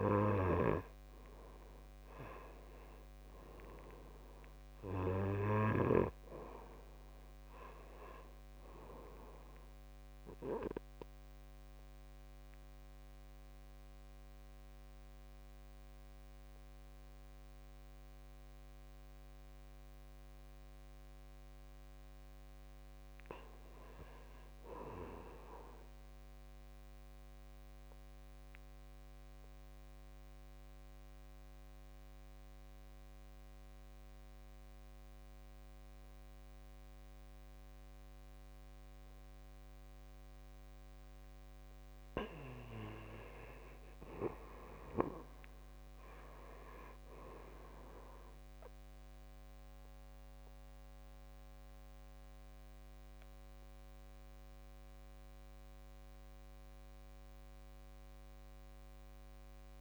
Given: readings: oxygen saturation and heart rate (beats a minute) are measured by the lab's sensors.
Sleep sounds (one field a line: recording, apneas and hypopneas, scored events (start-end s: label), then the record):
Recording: breathing in sleep by a microphone on the trachea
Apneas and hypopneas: 2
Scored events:
0.00-15.00 s: oxygen desaturation (device-marked, oxygen 86% lowest, heart rate 54 extreme)
10.00-20.00 s: obstructive apnea (oxygen 97% before, 85% lowest, heart rate 64 before, 54 extreme, up 6 after)
22.00-24.00 s: arousal
27.00-40.00 s: oxygen desaturation (device-marked, oxygen 97% before, 92% lowest, heart rate 58 before, 56 extreme)
28.00-41.50 s: obstructive apnea (oxygen 97% before, 80% lowest, heart rate 58 before, 56 extreme, up 11 after)
43.00-45.50 s: arousal
45.00-59.81 s: oxygen desaturation (device-marked, oxygen 94% before, 85% lowest, heart rate 59 before, 56 extreme)
From the record:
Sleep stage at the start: N2 (light sleep)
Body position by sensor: on the back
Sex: male